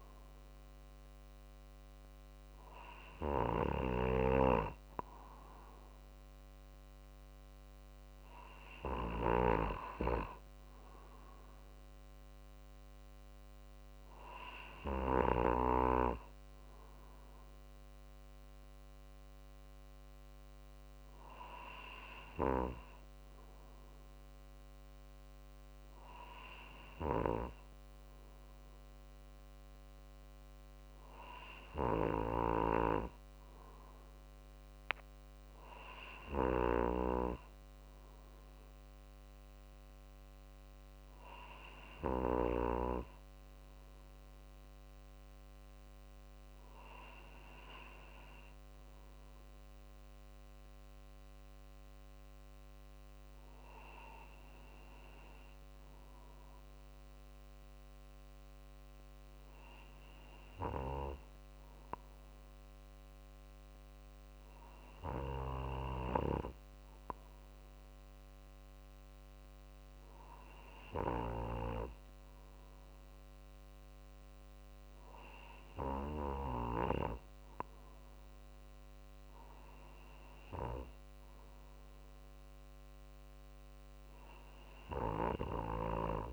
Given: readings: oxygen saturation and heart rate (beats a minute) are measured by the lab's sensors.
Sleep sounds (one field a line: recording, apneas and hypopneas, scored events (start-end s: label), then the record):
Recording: breathing in sleep by a microphone on the trachea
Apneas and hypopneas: none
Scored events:
37.50-49.50 s: drop in pulse transit time (device-marked, heart rate 50 before, 50 extreme)
59.00-61.00 s: long interval between heartbeats (device-marked, heart rate 50 before, 53 extreme)
From the record:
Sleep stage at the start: N2 (light sleep)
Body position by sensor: on the right side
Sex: male